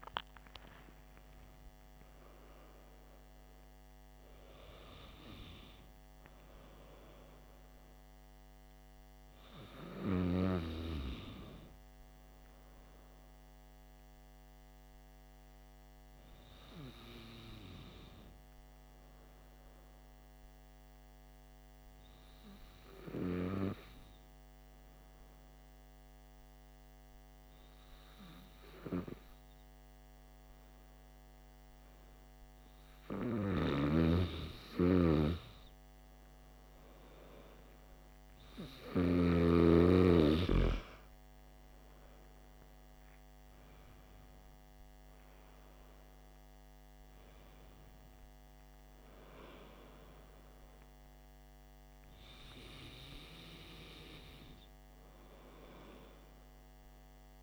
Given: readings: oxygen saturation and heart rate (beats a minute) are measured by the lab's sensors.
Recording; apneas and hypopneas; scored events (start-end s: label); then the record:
breathing in sleep by a microphone on the trachea; 1
0.00-1.50 s: arousal
18.00-35.50 s: hypopnea (oxygen 95% before, 92% lowest, heart rate 60 before, 52 extreme, up 5 after)
40.00-44.50 s: arousal
From the record:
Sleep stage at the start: N2 (light sleep); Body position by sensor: on the back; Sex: male